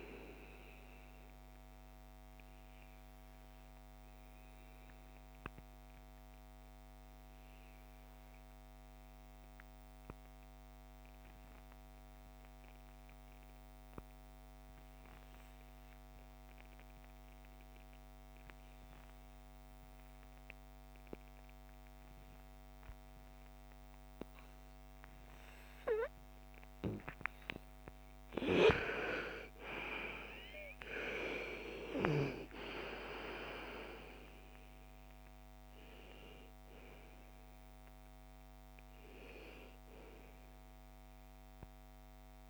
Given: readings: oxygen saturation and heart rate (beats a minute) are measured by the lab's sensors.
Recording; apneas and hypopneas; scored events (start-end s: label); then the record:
breathing in sleep by a microphone on the trachea; 1
0.00-11.50 s: oxygen desaturation (device-marked, oxygen 84% lowest, heart rate 55 extreme)
1.00-27.00 s: obstructive apnea (oxygen 98% before, 82% lowest, heart rate 63 before, 55 extreme, up 17 after)
25.50-42.50 s: oxygen desaturation (device-marked, oxygen 99% before, 83% lowest, heart rate 56 before, 47 extreme)
28.00-32.00 s: arousal
From the record:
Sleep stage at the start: N2 (light sleep); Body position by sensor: on the right side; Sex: female